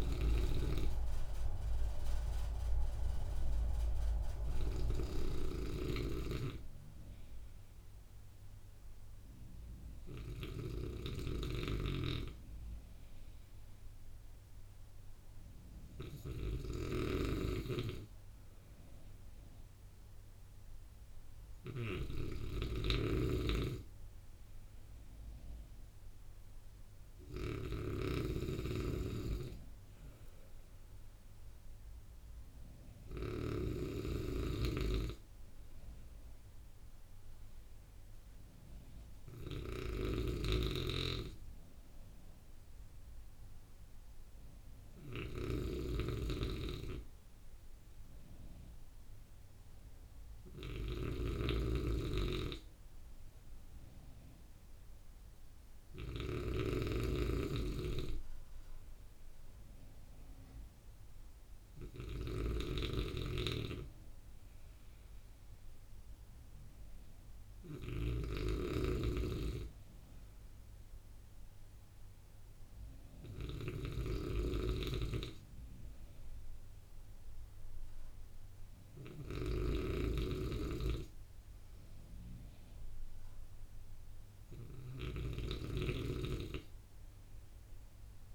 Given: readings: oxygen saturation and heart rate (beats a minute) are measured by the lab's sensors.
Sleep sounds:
breathing in sleep by a room microphone; none
0.00-33.50 s: snoring (device-marked)
40.00-88.35 s: snoring (device-marked)
From the record:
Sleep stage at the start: N2 (light sleep); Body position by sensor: on the right side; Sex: male

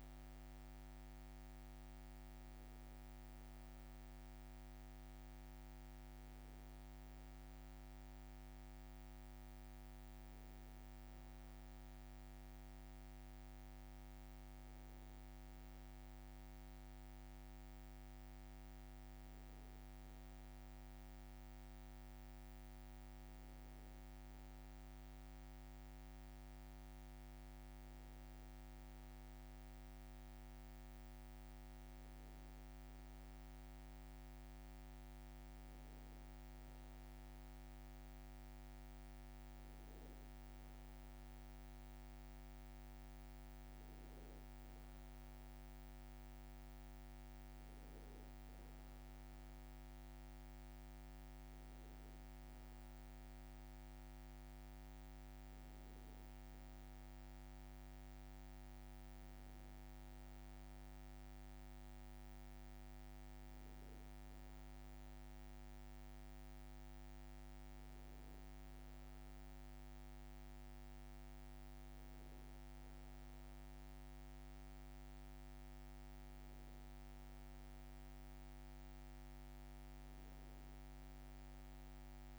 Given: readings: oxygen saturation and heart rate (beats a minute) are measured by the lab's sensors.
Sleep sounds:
breathing in sleep, hard to hear, by a microphone on the trachea; none
none scored
From the record:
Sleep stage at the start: N2 (light sleep); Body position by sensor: on the back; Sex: male

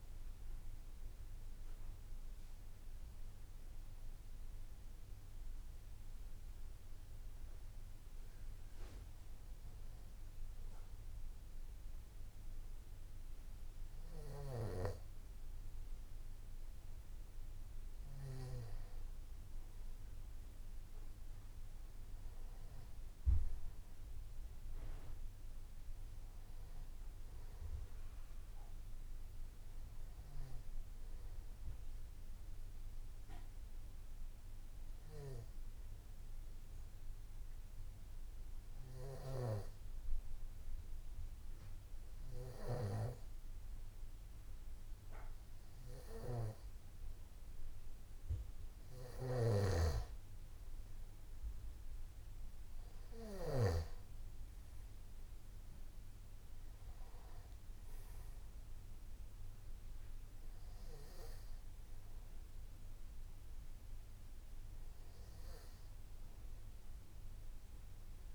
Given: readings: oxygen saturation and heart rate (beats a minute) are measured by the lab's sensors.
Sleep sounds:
breathing in sleep by a room microphone; none
none scored
From the record:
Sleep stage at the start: N2 (light sleep); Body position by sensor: on the back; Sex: male

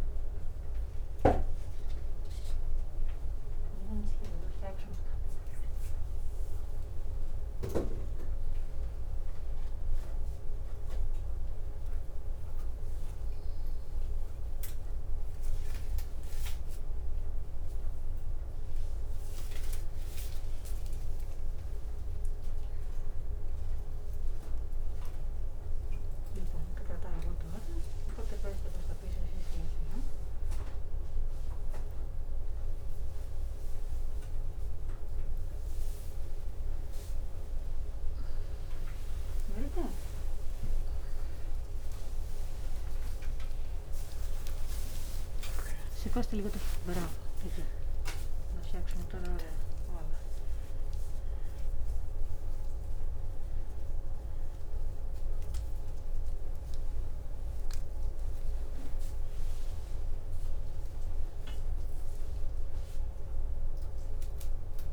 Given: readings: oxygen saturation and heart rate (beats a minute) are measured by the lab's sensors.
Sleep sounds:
a person awake in a sleep study, by a room microphone; none
43.50-54.50 s: oxygen desaturation (device-marked, oxygen 97% before, 92% lowest, heart rate 121 before, 66 extreme)
From the record:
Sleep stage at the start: awake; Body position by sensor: upright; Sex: female

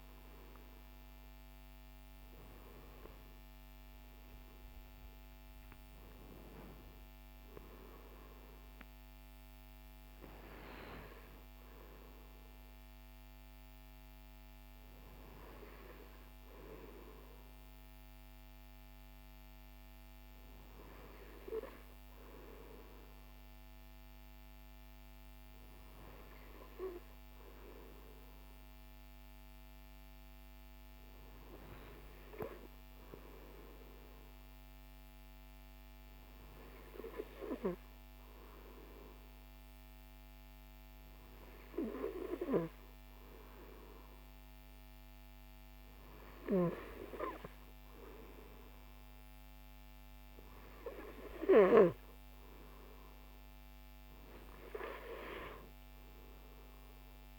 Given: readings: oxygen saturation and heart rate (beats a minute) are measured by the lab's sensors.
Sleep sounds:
breathing in sleep by a microphone on the trachea; none
none scored
From the record:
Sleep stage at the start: N2 (light sleep); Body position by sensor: on the right side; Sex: male

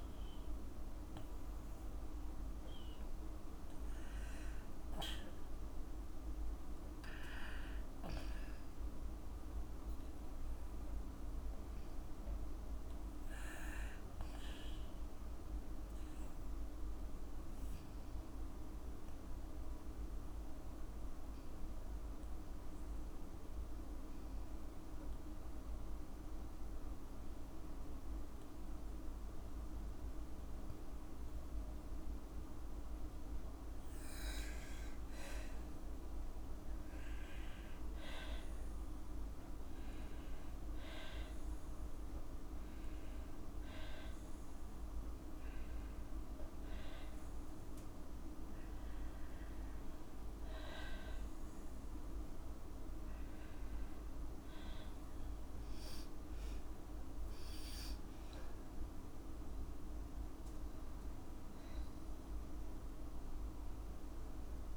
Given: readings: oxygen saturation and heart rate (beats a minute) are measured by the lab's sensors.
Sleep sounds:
breathing in sleep, hard to hear, by a room microphone; 1
5.50-7.50 s: oxygen desaturation (device-marked, oxygen 98% before, 96% lowest, heart rate 58 before, 58 extreme)
17.50-21.00 s: arousal
25.50-53.50 s: obstructive apnea (oxygen 98% before, 91% lowest, heart rate 59 before, 56 extreme, up 0 after)
57.00-59.50 s: arousal
From the record:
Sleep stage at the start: N2 (light sleep); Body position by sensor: on the back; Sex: female

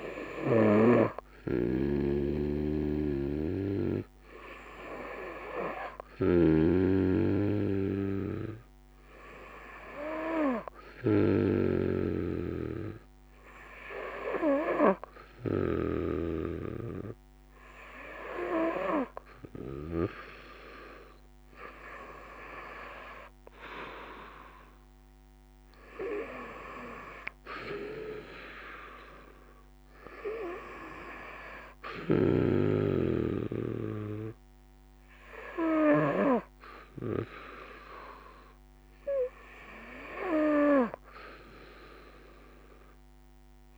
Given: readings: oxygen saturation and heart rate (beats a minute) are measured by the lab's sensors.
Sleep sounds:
breathing in sleep by a microphone on the trachea; none
2.00-19.00 s: snoring (device-marked)
From the record:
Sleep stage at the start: N2 (light sleep); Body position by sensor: on the front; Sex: female

